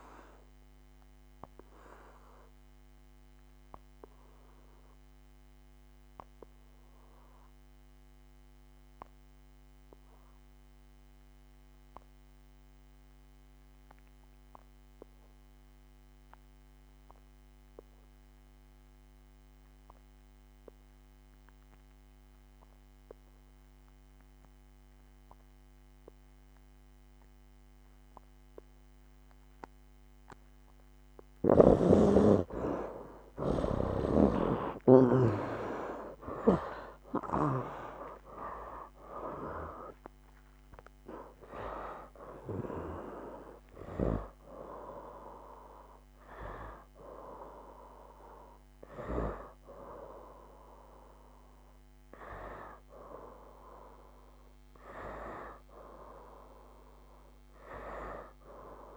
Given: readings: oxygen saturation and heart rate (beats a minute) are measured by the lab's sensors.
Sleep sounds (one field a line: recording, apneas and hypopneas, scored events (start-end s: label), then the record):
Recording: breathing in sleep by a microphone on the trachea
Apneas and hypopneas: 1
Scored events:
0.00-19.00 s: oxygen desaturation (device-marked, oxygen 71% lowest, heart rate 60 extreme)
0.50-30.50 s: obstructive apnea (oxygen 98% before, 71% lowest, heart rate 70 before, 60 extreme, up 17 after)
24.00-58.97 s: oxygen desaturation (device-marked, oxygen 98% before, 71% lowest, heart rate 64 before, 63 extreme)
35.50-41.50 s: arousal
57.50-58.97 s: long interval between heartbeats (device-marked, heart rate 76 before, 79 extreme)
From the record:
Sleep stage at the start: N2 (light sleep)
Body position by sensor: on the back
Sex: male